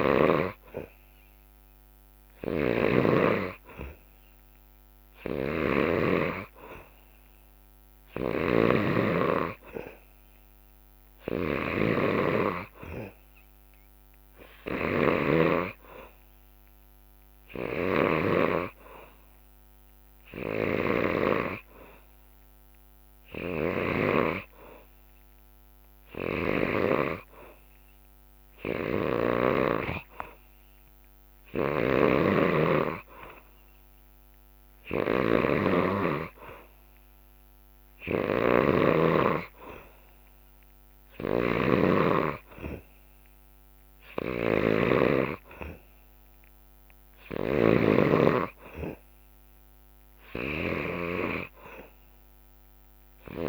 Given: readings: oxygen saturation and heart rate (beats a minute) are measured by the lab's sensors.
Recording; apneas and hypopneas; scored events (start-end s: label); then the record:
breathing in sleep by a microphone on the trachea; none
0.00-18.00 s: snoring (device-marked)
20.00-24.00 s: snoring (device-marked)
31.00-53.49 s: snoring (device-marked)
From the record:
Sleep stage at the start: N2 (light sleep); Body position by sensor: on the back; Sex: male